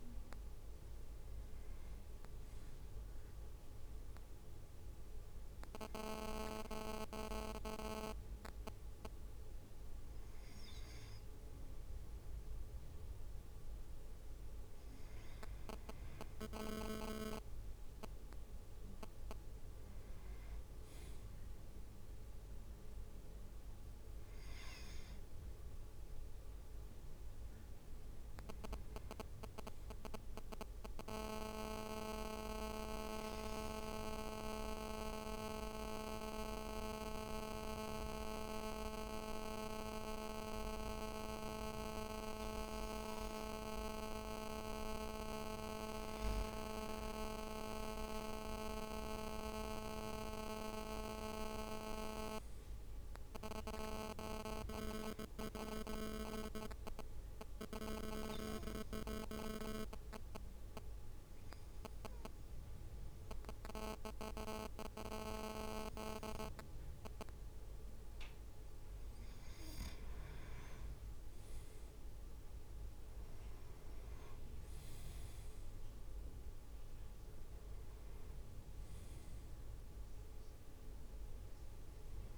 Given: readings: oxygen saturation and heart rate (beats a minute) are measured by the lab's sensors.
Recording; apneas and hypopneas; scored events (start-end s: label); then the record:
breathing in sleep by a room microphone; 1
16.00-18.00 s: leg movement (device-marked)
48.00-51.50 s: arousal
48.00-60.00 s: drop in pulse transit time (device-marked, heart rate 55 before, 53 extreme)
57.50-70.00 s: obstructive apnea (oxygen 98% before, 95% lowest, heart rate 55 before, 52 extreme, up 5 after)
70.50-72.50 s: leg movement (device-marked)
72.00-75.00 s: arousal
73.00-82.38 s: drop in pulse transit time (device-marked, heart rate 56 before, 52 extreme)
From the record:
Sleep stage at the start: N2 (light sleep); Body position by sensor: on the back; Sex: male